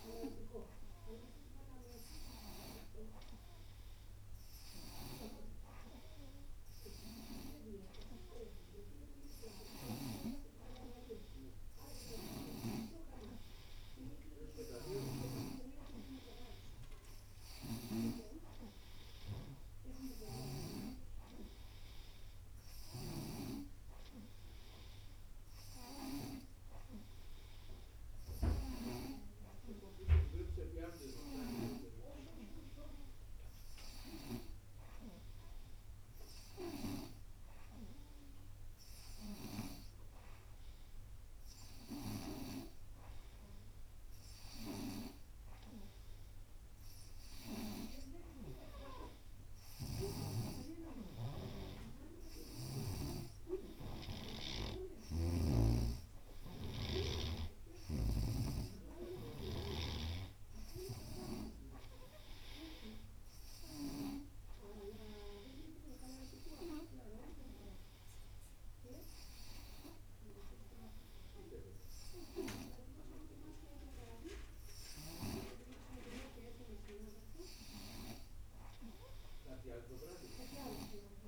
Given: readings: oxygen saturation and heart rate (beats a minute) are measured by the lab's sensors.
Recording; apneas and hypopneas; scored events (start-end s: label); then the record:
breathing in sleep by a room microphone; none
15.00-21.00 s: snoring (device-marked)
55.00-58.50 s: snoring (device-marked)
From the record:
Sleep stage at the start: N2 (light sleep); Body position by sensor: on the right side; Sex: female